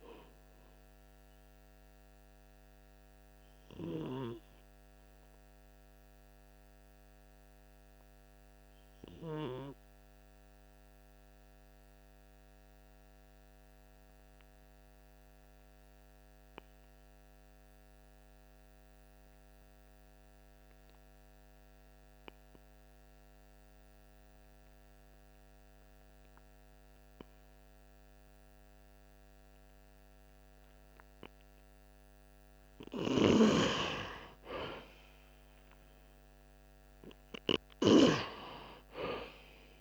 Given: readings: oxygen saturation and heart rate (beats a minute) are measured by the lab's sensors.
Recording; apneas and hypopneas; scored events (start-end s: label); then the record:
breathing in sleep by a microphone on the trachea; 1
1.50-32.00 s: obstructive apnea (oxygen 96% before, 91% lowest, heart rate 49 before, 44 extreme, up 1 after)
33.50-37.00 s: arousal
33.50-39.81 s: oxygen desaturation (device-marked, oxygen 98% before, 91% lowest, heart rate 47 before, 44 extreme)
From the record:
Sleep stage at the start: N2 (light sleep); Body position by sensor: on the right side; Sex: male